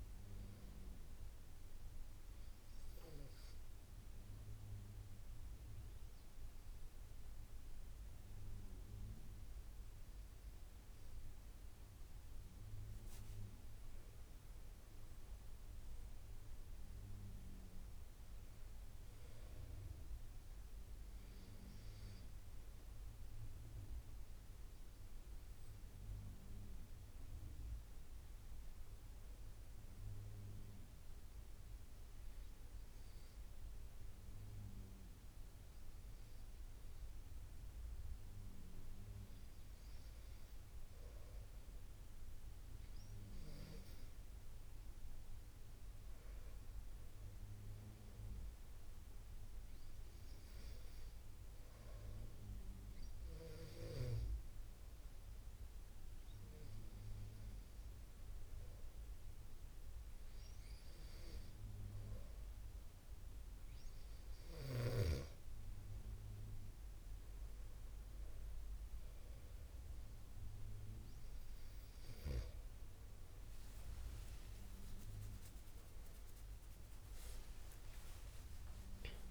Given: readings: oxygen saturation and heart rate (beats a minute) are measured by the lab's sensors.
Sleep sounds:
breathing in sleep, hard to hear, by a room microphone; 3
0.00-9.50 s: oxygen desaturation (device-marked, oxygen 91% lowest, heart rate 72 extreme)
1.50-12.50 s: obstructive apnea (oxygen 94% before, 89% lowest, heart rate 81 before, 72 extreme, up 5 after)
14.50-17.50 s: arousal
18.50-33.50 s: oxygen desaturation (device-marked, oxygen 93% before, 89% lowest, heart rate 82 before, 72 extreme)
23.50-39.50 s: obstructive apnea (oxygen 94% before, 89% lowest, heart rate 81 before, 77 extreme, up 7 after)
44.50-47.00 s: arousal
51.50-64.00 s: obstructive apnea (oxygen 94% before, 89% lowest, heart rate 82 before, 81 extreme, up 5 after)
61.50-79.31 s: new sleep stage, awake
From the record:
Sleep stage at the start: N2 (light sleep); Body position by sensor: on the back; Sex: male

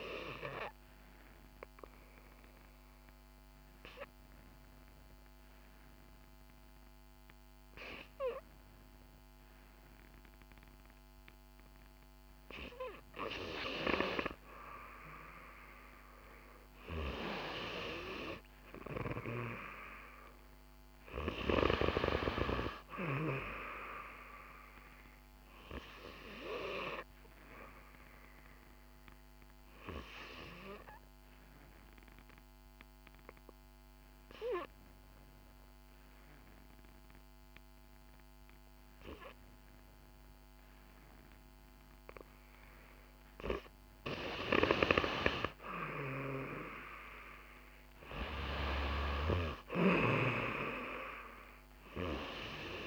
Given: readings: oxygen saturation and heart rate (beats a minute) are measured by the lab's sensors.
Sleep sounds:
breathing in sleep by a microphone on the trachea; 2
2.00-13.50 s: obstructive apnea (oxygen 95% before, 88% lowest, heart rate 63 before, 56 extreme, up 9 after)
15.50-19.50 s: arousal
28.00-42.50 s: obstructive apnea (oxygen 94% before, 88% lowest, heart rate 62 before, 56 extreme, up 1 after)
45.00-49.00 s: arousal
From the record:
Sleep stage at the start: N2 (light sleep); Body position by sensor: on the back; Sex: female

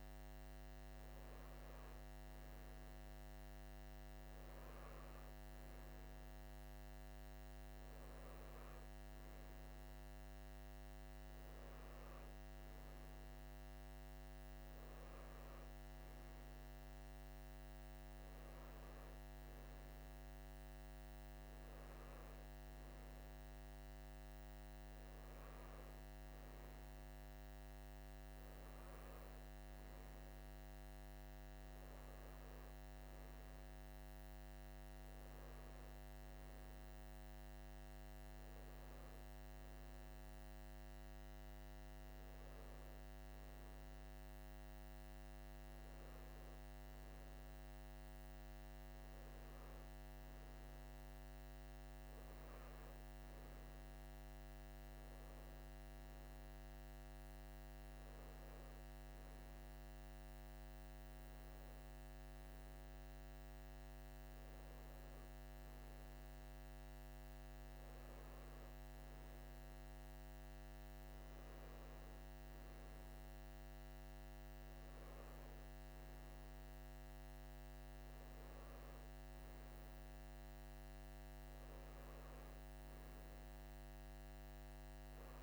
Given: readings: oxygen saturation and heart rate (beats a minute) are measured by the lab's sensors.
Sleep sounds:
breathing in sleep, hard to hear, by a microphone on the trachea; none
none scored
From the record:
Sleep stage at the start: N2 (light sleep); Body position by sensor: on the right side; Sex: male

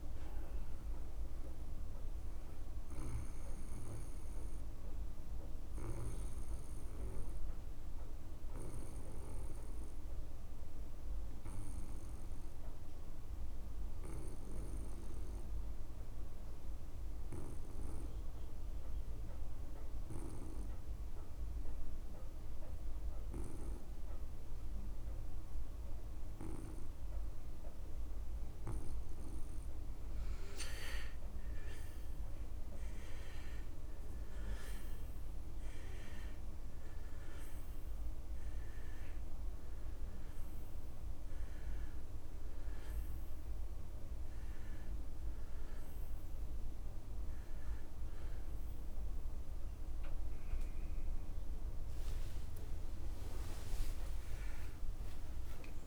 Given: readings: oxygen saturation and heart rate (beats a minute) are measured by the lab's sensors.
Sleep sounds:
breathing in sleep by a room microphone; 1
0.00-16.50 s: oxygen desaturation (device-marked, oxygen 80% lowest)
6.00-28.00 s: obstructive apnea (oxygen 96% before, 80% lowest)
29.50-55.87 s: oxygen desaturation (device-marked, oxygen 99% before, 85% lowest)
31.00-34.50 s: arousal
49.50-55.87 s: new sleep stage, N1 (lightest sleep)
From the record:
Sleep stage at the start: N2 (light sleep); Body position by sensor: on the back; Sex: male

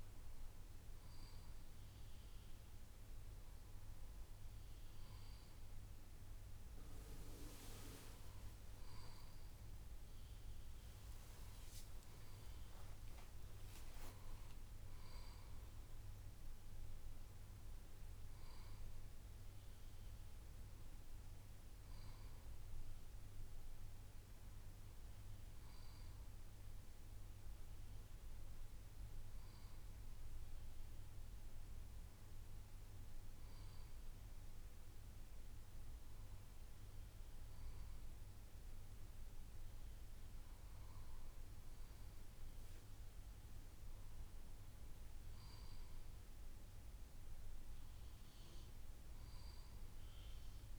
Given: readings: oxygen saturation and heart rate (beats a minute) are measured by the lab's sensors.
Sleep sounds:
breathing in sleep, hard to hear, by a room microphone; none
12.50-17.00 s: arousal
From the record:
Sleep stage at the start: N1 (lightest sleep); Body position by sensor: on the left side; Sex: male

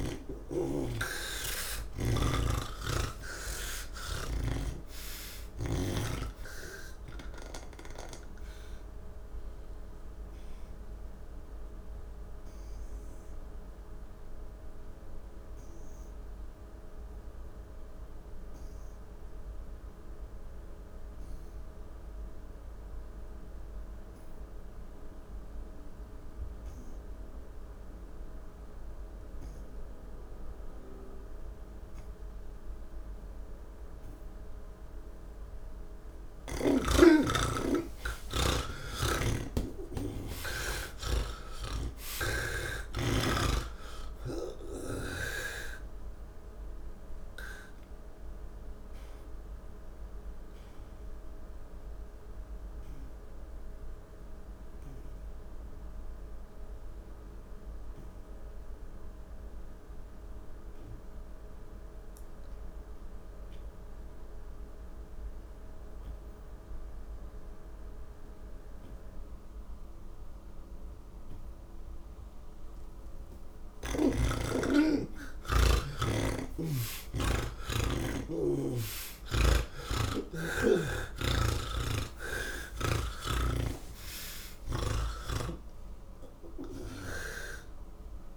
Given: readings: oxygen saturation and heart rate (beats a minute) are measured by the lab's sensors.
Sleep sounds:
breathing in sleep by a room microphone; none
2.50-24.50 s: oxygen desaturation (device-marked, oxygen 95% before, 78% lowest, heart rate 42 before, 31 extreme)
26.50-47.50 s: oxygen desaturation (device-marked, oxygen 97% before, 86% lowest, heart rate 67 before, 39 extreme)
38.50-45.00 s: snoring (device-marked)
49.50-69.50 s: oxygen desaturation (device-marked, oxygen 88% before, 83% lowest, heart rate 76 before, 57 extreme)
68.50-88.36 s: new sleep stage, N3 (deep sleep)
76.00-79.50 s: snoring (device-marked)
81.50-85.00 s: snoring (device-marked)
86.50-88.36 s: oxygen desaturation (device-marked, oxygen 94% before, 75% lowest, heart rate 87 before, 43 extreme)
From the record:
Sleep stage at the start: N2 (light sleep); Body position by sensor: on the back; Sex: male

